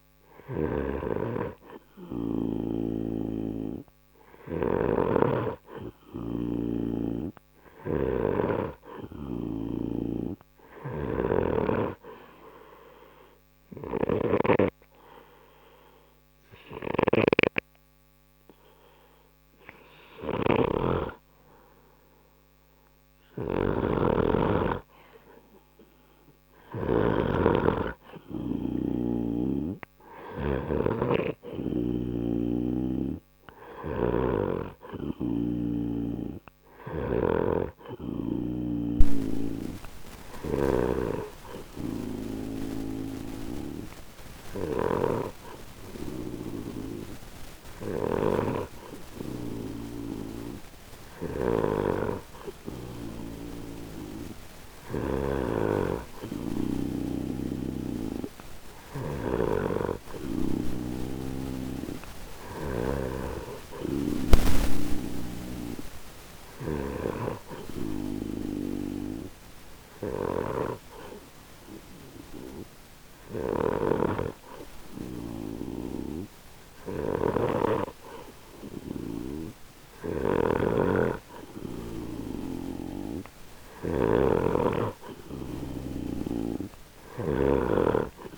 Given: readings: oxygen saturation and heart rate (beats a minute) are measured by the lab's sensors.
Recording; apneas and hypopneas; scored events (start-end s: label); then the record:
breathing in sleep by a microphone on the trachea; none
0.00-27.00 s: snoring (device-marked)
34.00-63.00 s: snoring (device-marked)
73.50-88.38 s: snoring (device-marked)
From the record:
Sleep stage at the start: N2 (light sleep); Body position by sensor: on the right side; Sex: male